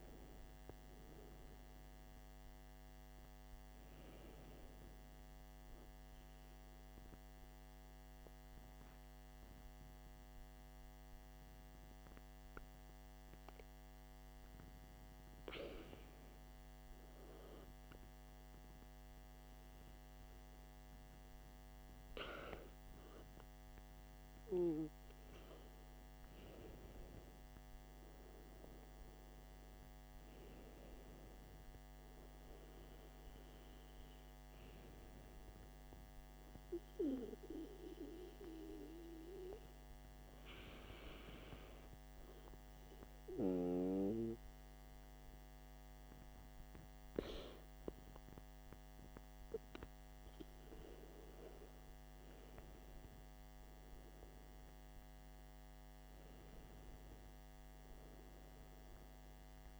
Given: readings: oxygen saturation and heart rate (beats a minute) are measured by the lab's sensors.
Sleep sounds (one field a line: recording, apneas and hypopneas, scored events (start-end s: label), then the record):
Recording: breathing in sleep by a microphone on the trachea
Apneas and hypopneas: 2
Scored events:
7.50-26.00 s: hypopnea (oxygen 94% before, 93% lowest, heart rate 58 before, 50 extreme, up 15 after)
27.50-31.00 s: arousal
38.50-51.00 s: obstructive apnea (oxygen 95% before, 92% lowest, heart rate 61 before, 50 extreme, up 20 after)
55.00-59.00 s: arousal
From the record:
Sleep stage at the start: N2 (light sleep)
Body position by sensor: on the back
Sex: male